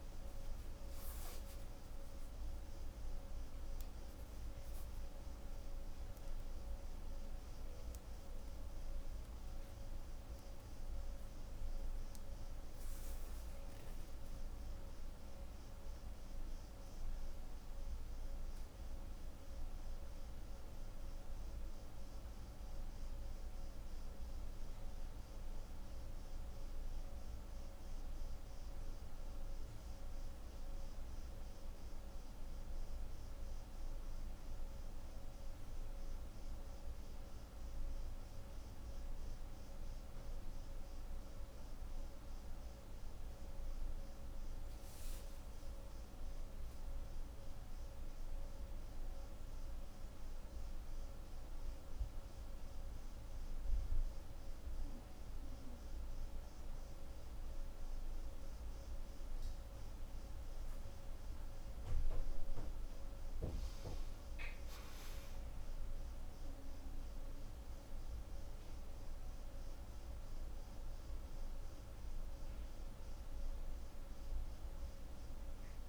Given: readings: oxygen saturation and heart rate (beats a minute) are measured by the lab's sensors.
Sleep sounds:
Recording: a person awake in a sleep study, hard to hear, by a room microphone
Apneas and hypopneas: none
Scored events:
none scored
From the record:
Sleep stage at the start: awake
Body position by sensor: on the right side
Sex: female

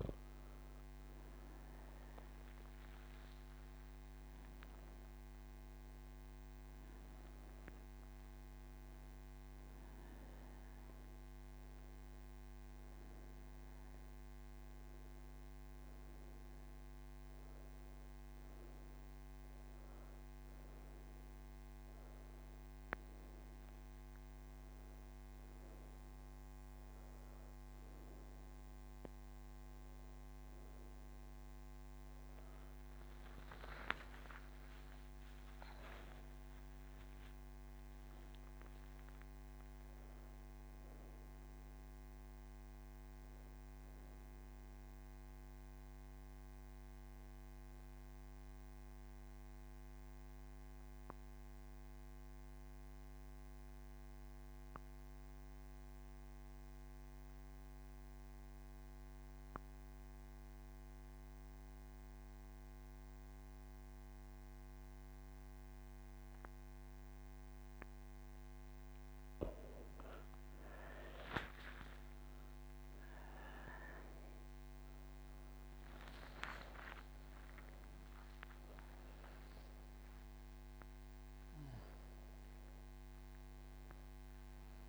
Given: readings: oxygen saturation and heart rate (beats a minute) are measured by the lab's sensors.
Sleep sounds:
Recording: breathing in sleep by a microphone on the trachea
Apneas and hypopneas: 1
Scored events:
16.00-84.89 s: new sleep stage, N1 (lightest sleep)
46.00-68.50 s: obstructive apnea (oxygen 99% before, 93% lowest)
From the record:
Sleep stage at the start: N2 (light sleep)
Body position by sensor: on the right side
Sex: female

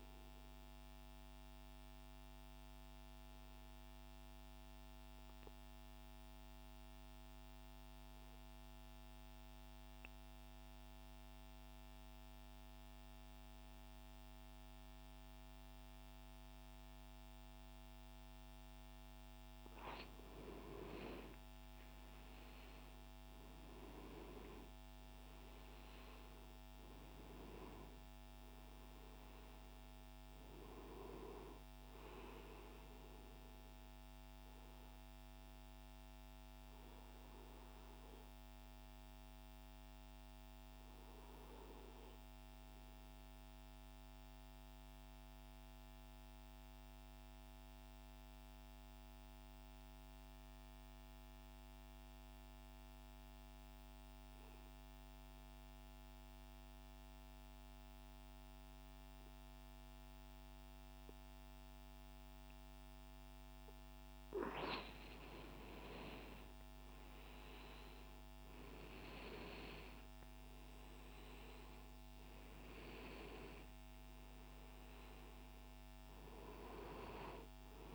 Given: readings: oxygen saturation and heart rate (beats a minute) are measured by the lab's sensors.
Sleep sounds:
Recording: breathing in sleep by a microphone on the trachea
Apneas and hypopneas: 2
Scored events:
1.00-19.50 s: mixed apnea (oxygen 98% before, 91% lowest, heart rate 99 before, 118 extreme, up 12 after)
17.50-44.50 s: oxygen desaturation (device-marked, oxygen 96% before, 91% lowest, heart rate 172 before, 76 extreme)
21.50-25.50 s: arousal
36.50-64.50 s: obstructive apnea (oxygen 96% before, 91% lowest, heart rate 160 before, 76 extreme)
60.50-77.95 s: oxygen desaturation (device-marked, oxygen 98% before, 91% lowest, heart rate 122 before, 78 extreme)
66.00-71.00 s: arousal
From the record:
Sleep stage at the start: N2 (light sleep)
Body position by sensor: on the right side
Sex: male

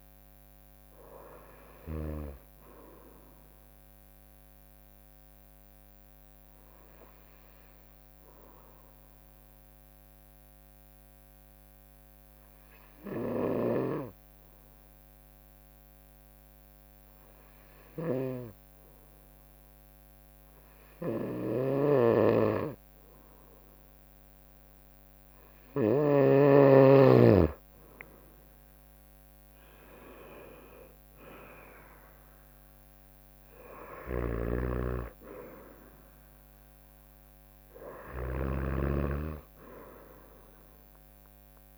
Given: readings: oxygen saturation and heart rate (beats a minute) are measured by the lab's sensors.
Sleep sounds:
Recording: breathing in sleep by a microphone on the trachea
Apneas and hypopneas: 1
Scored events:
0.00-8.00 s: bradycardia (device-marked, heart rate 58 extreme)
7.50-24.50 s: hypopnea (oxygen 93% before, 91% lowest, heart rate 63 before, 59 extreme, up 5 after)
20.50-25.50 s: snoring (device-marked)
28.00-40.00 s: oxygen desaturation (device-marked, oxygen 95% before, 91% lowest, heart rate 60 before, 60 extreme)
28.50-32.50 s: arousal
33.50-38.00 s: snoring (device-marked)
From the record:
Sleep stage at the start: N2 (light sleep)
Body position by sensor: on the right side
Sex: female

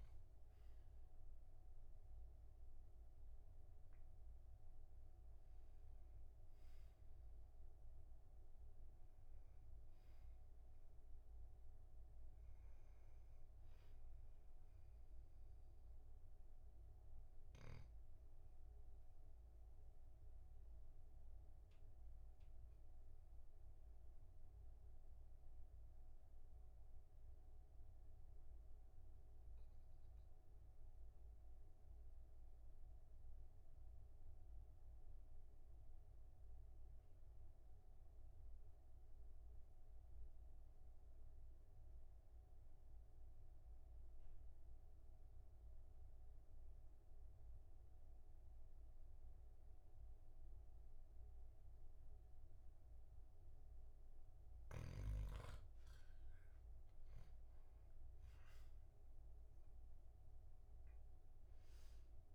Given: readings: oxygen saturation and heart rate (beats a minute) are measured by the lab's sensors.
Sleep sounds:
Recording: breathing in sleep, hard to hear, by a room microphone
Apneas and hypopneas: 1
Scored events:
15.50-53.50 s: obstructive apnea (oxygen 99% before, 93% lowest, heart rate 49 before, 36 extreme, up 7 after)
57.50-61.50 s: arousal
From the record:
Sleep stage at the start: N2 (light sleep)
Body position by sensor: on the back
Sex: male

